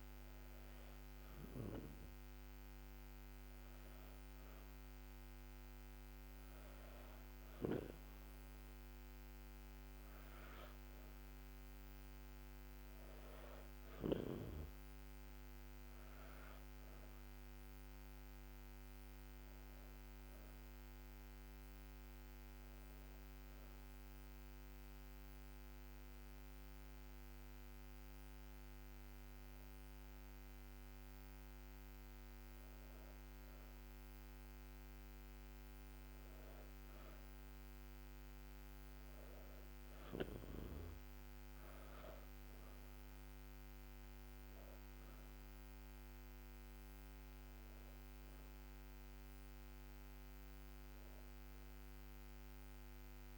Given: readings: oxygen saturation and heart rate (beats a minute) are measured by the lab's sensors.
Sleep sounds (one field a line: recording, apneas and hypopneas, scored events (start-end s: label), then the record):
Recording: breathing in sleep by a microphone on the trachea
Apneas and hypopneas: none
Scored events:
none scored
From the record:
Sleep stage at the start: N2 (light sleep)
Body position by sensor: on the back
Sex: female